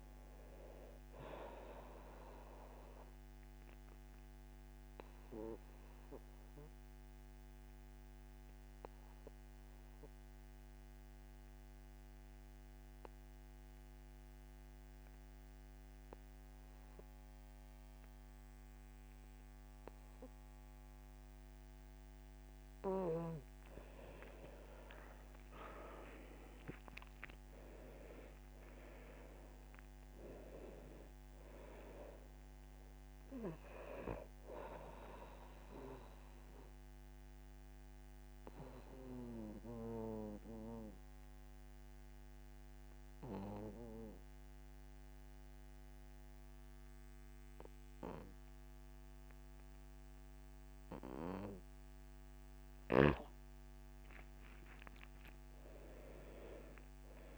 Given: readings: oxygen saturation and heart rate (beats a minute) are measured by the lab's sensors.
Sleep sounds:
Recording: breathing in sleep by a microphone on the trachea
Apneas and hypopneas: 2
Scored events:
0.00-14.50 s: oxygen desaturation (device-marked, oxygen 90% lowest, heart rate 75 extreme)
3.50-22.00 s: obstructive apnea (oxygen 99% before, 85% lowest, heart rate 79 before, 74 extreme, up 11 after)
23.50-46.50 s: oxygen desaturation (device-marked, oxygen 99% before, 85% lowest, heart rate 77 before, 74 extreme)
24.50-28.50 s: arousal
35.00-52.00 s: obstructive apnea (oxygen 99% before, 85% lowest, heart rate 79 before, 73 extreme, up 7 after)
55.00-57.38 s: arousal
55.50-57.38 s: oxygen desaturation (device-marked, oxygen 100% before, 86% lowest, heart rate 76 before, 72 extreme)
From the record:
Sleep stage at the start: N2 (light sleep)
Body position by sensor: on the back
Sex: male

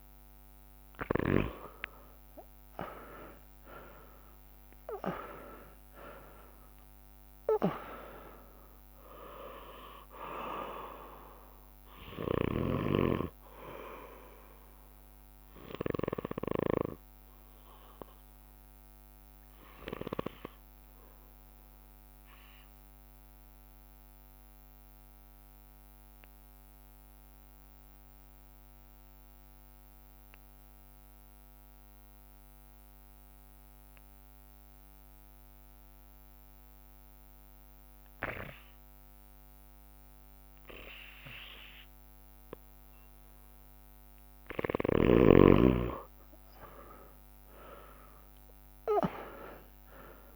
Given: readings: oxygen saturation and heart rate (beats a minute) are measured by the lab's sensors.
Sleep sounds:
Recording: breathing in sleep by a microphone on the trachea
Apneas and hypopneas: 1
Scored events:
0.00-8.50 s: oxygen desaturation (device-marked, oxygen 93% lowest)
2.50-7.50 s: arousal
17.50-42.00 s: obstructive apnea (oxygen 98% before, 90% lowest)
42.50-50.35 s: oxygen desaturation (device-marked, oxygen 99% before, 90% lowest)
46.50-50.35 s: arousal
From the record:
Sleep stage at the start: N2 (light sleep)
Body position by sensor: on the right side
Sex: male

